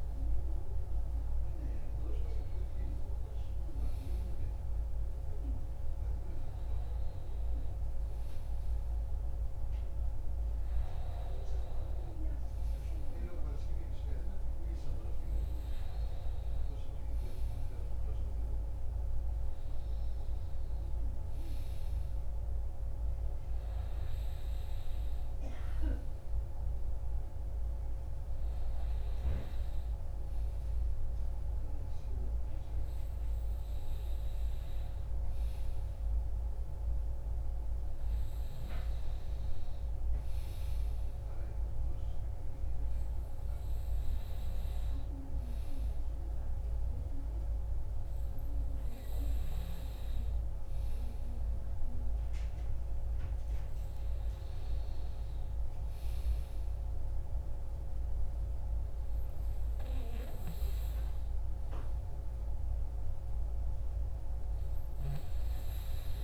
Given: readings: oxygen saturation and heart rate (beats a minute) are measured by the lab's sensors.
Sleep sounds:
breathing in sleep, hard to hear, by a room microphone; none
none scored
From the record:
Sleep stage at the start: N2 (light sleep); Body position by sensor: on the back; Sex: male

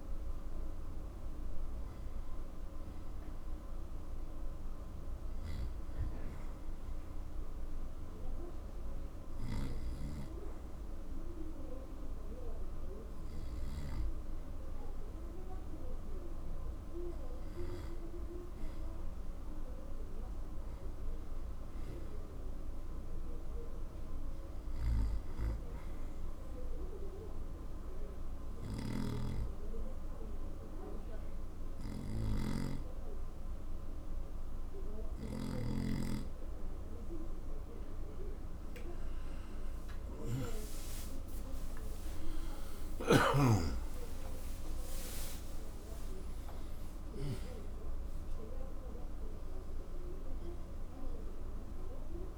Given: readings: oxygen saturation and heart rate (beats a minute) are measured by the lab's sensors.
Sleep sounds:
breathing in sleep by a room microphone; 2
5.00-16.00 s: obstructive apnea (oxygen 91% before, 86% lowest, heart rate 83 before, 78 extreme, up 6 after)
21.50-32.50 s: oxygen desaturation (device-marked, oxygen 92% before, 89% lowest, heart rate 81 before, 78 extreme)
25.00-38.50 s: obstructive apnea (oxygen 92% before, 86% lowest, heart rate 80 before, 77 extreme, up 52 after)
40.00-45.50 s: arousal
From the record:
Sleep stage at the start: N2 (light sleep); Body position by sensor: on the right side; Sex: male

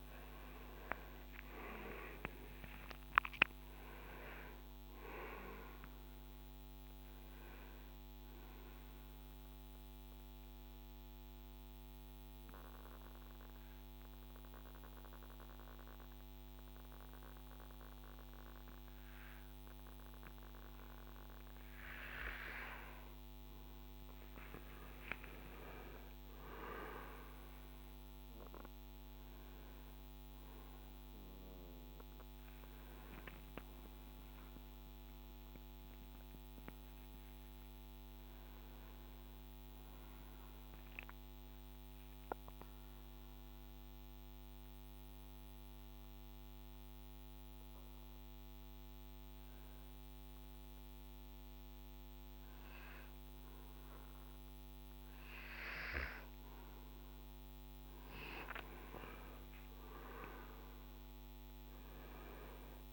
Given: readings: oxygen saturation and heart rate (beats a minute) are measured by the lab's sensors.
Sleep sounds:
breathing in sleep by a microphone on the trachea; 2
0.00-3.50 s: arousal
4.50-21.50 s: oxygen desaturation (device-marked, oxygen 96% before, 89% lowest, heart rate 59 before, 49 extreme)
9.50-22.00 s: obstructive apnea (oxygen 96% before, 91% lowest, heart rate 62 before, 50 extreme, up 19 after)
24.50-29.50 s: arousal
27.50-39.50 s: oxygen desaturation (device-marked, oxygen 97% before, 91% lowest, heart rate 59 before, 52 extreme)
40.50-55.00 s: hypopnea (oxygen 97% before, 91% lowest, heart rate 63 before, 51 extreme, up 18 after)
58.00-62.50 s: arousal
59.50-62.93 s: oxygen desaturation (device-marked, oxygen 98% before, 91% lowest, heart rate 58 before, 51 extreme)
From the record:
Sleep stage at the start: N2 (light sleep); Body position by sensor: on the right side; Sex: male

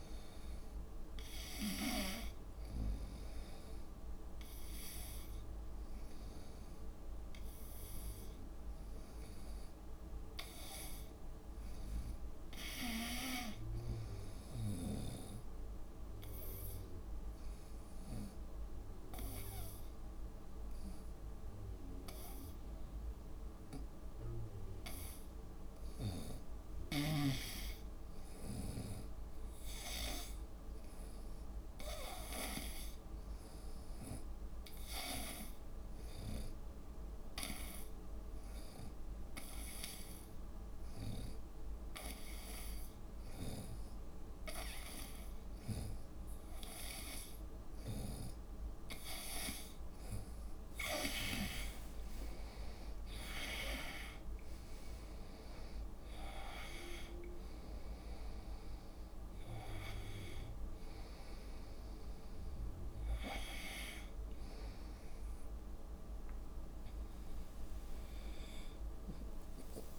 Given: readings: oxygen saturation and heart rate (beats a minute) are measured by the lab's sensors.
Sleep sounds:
breathing in sleep by a room microphone; 2
0.00-2.00 s: arousal
3.50-16.50 s: oxygen desaturation (device-marked, oxygen 97% before, 93% lowest, heart rate 66 before, 63 extreme)
15.00-17.00 s: long interval between heartbeats (device-marked, heart rate 68 before, 71 extreme)
16.00-26.00 s: obstructive apnea (oxygen 97% before, 88% lowest, heart rate 69 before, 63 extreme, up 10 after)
27.50-31.00 s: arousal
34.50-69.99 s: oxygen desaturation (device-marked, oxygen 95% before, 88% lowest, heart rate 69 before, 71 extreme)
37.50-49.00 s: hypopnea (oxygen 96% before, 88% lowest, heart rate 69 before, 71 extreme, up 32 after)
49.50-53.50 s: tachycardia (device-marked, heart rate 73 before, 102 extreme)
50.50-53.50 s: arousal
52.50-54.50 s: long interval between heartbeats (device-marked, heart rate 72 before, 102 extreme)
From the record:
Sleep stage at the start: N2 (light sleep); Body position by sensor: on the right side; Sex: female

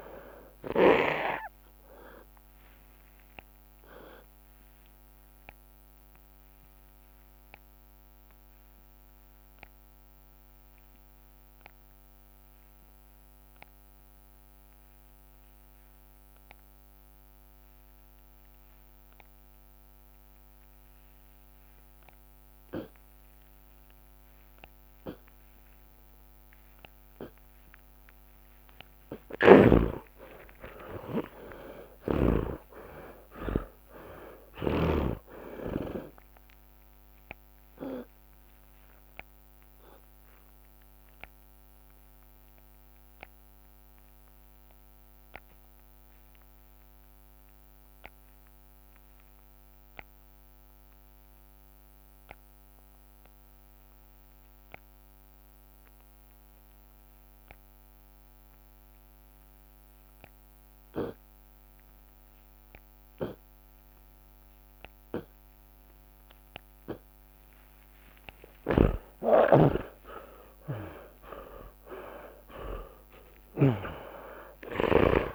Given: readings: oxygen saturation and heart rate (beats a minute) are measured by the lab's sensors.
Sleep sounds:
breathing in sleep by a microphone on the trachea; 2
2.50-4.50 s: long interval between heartbeats (device-marked, heart rate 145 before, 74 extreme)
4.00-7.00 s: tachycardia (device-marked, heart rate 76 before, 83 extreme)
5.00-7.00 s: long interval between heartbeats (device-marked, heart rate 141 before, 81 extreme)
6.00-28.50 s: obstructive apnea (oxygen 89% before, 83% lowest)
7.00-9.00 s: long interval between heartbeats (device-marked, heart rate 137 before, 106 extreme)
13.00-15.00 s: long interval between heartbeats (device-marked)
13.00-17.00 s: drop in pulse transit time (device-marked)
18.50-20.50 s: long interval between heartbeats (device-marked)
23.00-26.00 s: drop in pulse transit time (device-marked)
25.50-27.50 s: long interval between heartbeats (device-marked, heart rate 48 before, 43 extreme)
28.00-44.00 s: tachycardia (device-marked, heart rate 73 before, 177 extreme)
29.00-32.50 s: snoring (device-marked)
29.50-31.50 s: long interval between heartbeats (device-marked, heart rate 40 before, 85 extreme)
29.50-34.50 s: arousal
31.00-47.00 s: oxygen desaturation (device-marked, oxygen 93% before, 83% lowest)
31.50-33.50 s: long interval between heartbeats (device-marked, heart rate 40 before, 113 extreme)
32.00-42.00 s: drop in pulse transit time (device-marked, heart rate 43 before, 127 extreme)
33.50-35.50 s: long interval between heartbeats (device-marked, heart rate 46 before, 146 extreme)
35.50-37.50 s: long interval between heartbeats (device-marked, heart rate 59 before, 163 extreme)
38.50-40.50 s: long interval between heartbeats (device-marked, heart rate 81 before, 139 extreme)
42.50-66.50 s: obstructive apnea (oxygen 93% before, 77% lowest)
64.00-73.00 s: tachycardia (device-marked, heart rate 77 before, 138 extreme)
64.00-74.00 s: drop in pulse transit time (device-marked, heart rate 57 before, 57 extreme)
65.50-67.50 s: long interval between heartbeats (device-marked, heart rate 53 before, 83 extreme)
68.00-72.50 s: arousal
68.50-74.00 s: snoring (device-marked)
69.00-71.00 s: long interval between heartbeats (device-marked, heart rate 58 before, 125 extreme)
71.00-73.00 s: long interval between heartbeats (device-marked, heart rate 69 before, 126 extreme)
73.50-75.35 s: long interval between heartbeats (device-marked, heart rate 80 before, 131 extreme)
From the record:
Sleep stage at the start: N2 (light sleep); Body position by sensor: on the left side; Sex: male

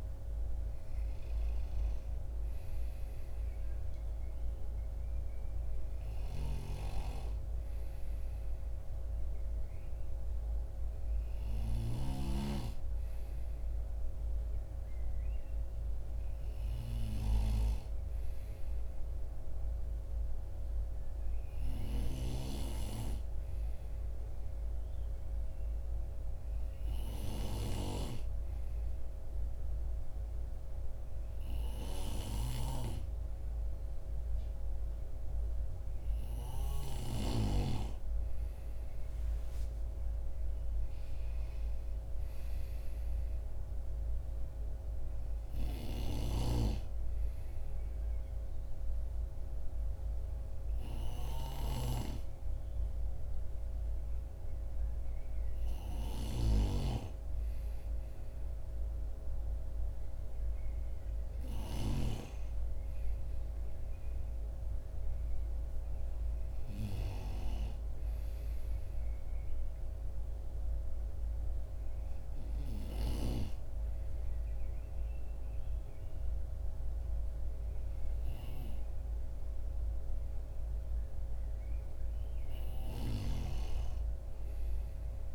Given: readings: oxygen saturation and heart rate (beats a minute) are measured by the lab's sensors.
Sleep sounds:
breathing in sleep by a room microphone; 3
0.00-1.00 s: arousal
0.00-24.00 s: oxygen desaturation (device-marked, oxygen 91% lowest, heart rate 52 extreme)
6.00-11.50 s: snoring (device-marked)
10.00-35.50 s: obstructive apnea (oxygen 96% before, 91% lowest, heart rate 54 before, 51 extreme, up 5 after)
31.50-37.00 s: snoring (device-marked)
37.00-41.00 s: arousal
45.50-55.50 s: obstructive apnea (oxygen 94% before, 92% lowest, heart rate 54 before, 51 extreme, up 3 after)
45.50-67.00 s: snoring (device-marked)
57.50-62.00 s: arousal
70.00-80.00 s: obstructive apnea (oxygen 94% before, 92% lowest, heart rate 53 before, 52 extreme, up 0 after)
82.50-85.35 s: snoring (device-marked)
83.00-85.35 s: arousal
From the record:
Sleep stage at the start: N2 (light sleep); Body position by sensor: on the right side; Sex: male

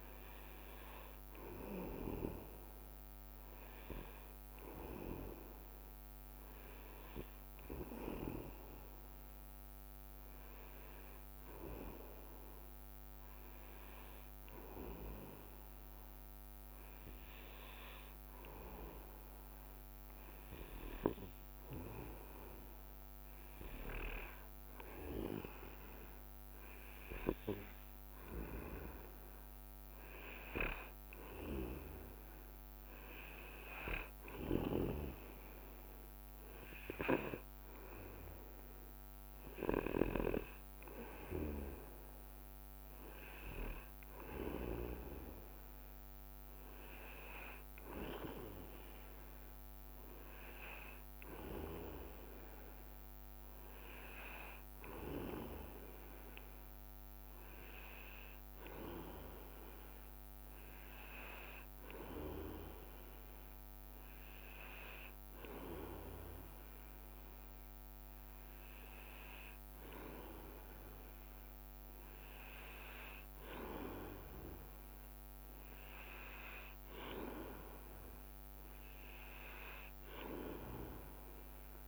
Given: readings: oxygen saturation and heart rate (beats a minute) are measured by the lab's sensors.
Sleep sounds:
breathing in sleep by a microphone on the trachea; none
5.50-12.00 s: leg movement (device-marked)
19.50-25.00 s: leg movement (device-marked)
27.50-32.50 s: leg movement (device-marked)
48.00-54.00 s: leg movement (device-marked)
64.00-70.50 s: leg movement (device-marked)
From the record:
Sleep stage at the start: N2 (light sleep); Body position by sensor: on the back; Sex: male

